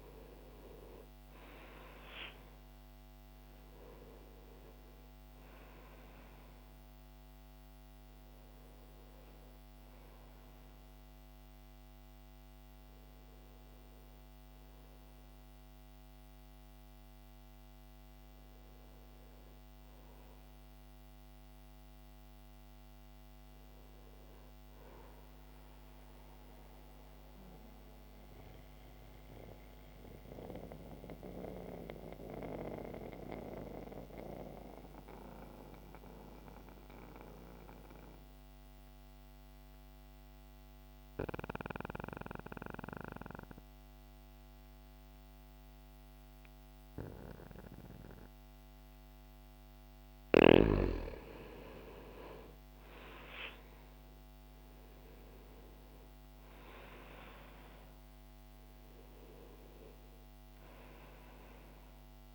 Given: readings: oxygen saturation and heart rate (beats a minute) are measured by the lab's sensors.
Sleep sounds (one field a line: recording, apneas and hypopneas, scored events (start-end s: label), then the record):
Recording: breathing in sleep by a microphone on the trachea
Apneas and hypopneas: 1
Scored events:
0.00-30.50 s: oxygen desaturation (device-marked, oxygen 87% lowest, heart rate 45 extreme)
25.50-49.00 s: mixed apnea (oxygen 95% before, 86% lowest, heart rate 64 before, 45 extreme, up 1 after)
31.50-62.34 s: new sleep stage, N2 (light sleep)
50.50-62.34 s: oxygen desaturation (device-marked, oxygen 96% before, 86% lowest, heart rate 63 before, 44 extreme)
51.00-55.00 s: arousal
From the record:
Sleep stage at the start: N1 (lightest sleep)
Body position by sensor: on the back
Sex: male